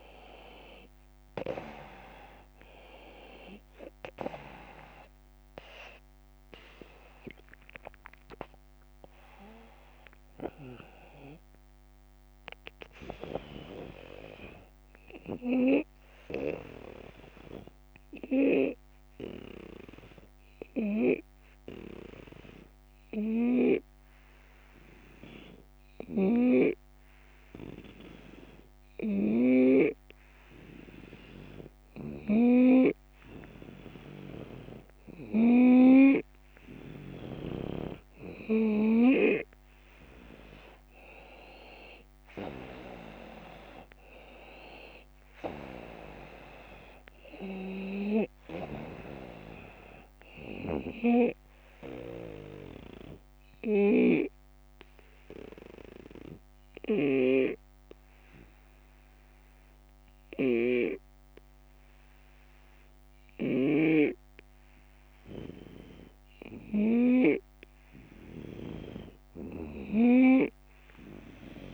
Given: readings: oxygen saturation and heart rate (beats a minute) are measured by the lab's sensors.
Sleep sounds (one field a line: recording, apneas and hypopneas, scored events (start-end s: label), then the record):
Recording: breathing in sleep by a microphone on the trachea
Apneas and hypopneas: 2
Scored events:
0.00-1.50 s: arousal
0.00-20.00 s: oxygen desaturation (device-marked, oxygen 90% lowest)
17.00-32.00 s: obstructive apnea (oxygen 95% before, 90% lowest)
33.50-37.50 s: arousal
38.00-52.00 s: oxygen desaturation (device-marked, oxygen 95% before, 90% lowest)
53.00-66.00 s: obstructive apnea (oxygen 95% before, 90% lowest)
From the record:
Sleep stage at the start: N2 (light sleep)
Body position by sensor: on the right side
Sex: male